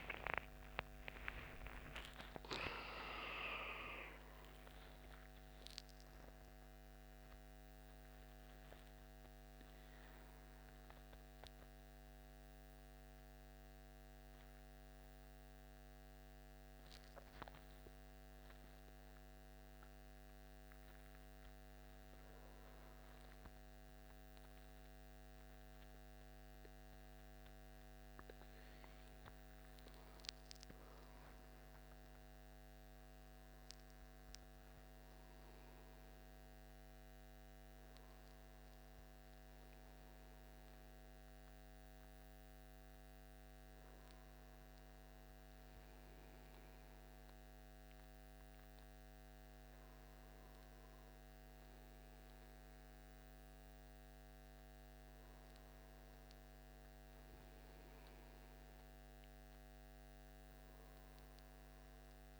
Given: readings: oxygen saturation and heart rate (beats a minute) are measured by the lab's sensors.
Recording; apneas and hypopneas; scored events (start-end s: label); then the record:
a person partly awake in a sleep study, by a microphone on the trachea; 1
8.50-62.40 s: new sleep stage, N1 (lightest sleep)
10.50-28.00 s: hypopnea (oxygen 96% before, 95% lowest, heart rate 98 before, 70 extreme, up 13 after)
29.50-33.00 s: arousal
From the record:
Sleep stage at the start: awake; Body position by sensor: on the right side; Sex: male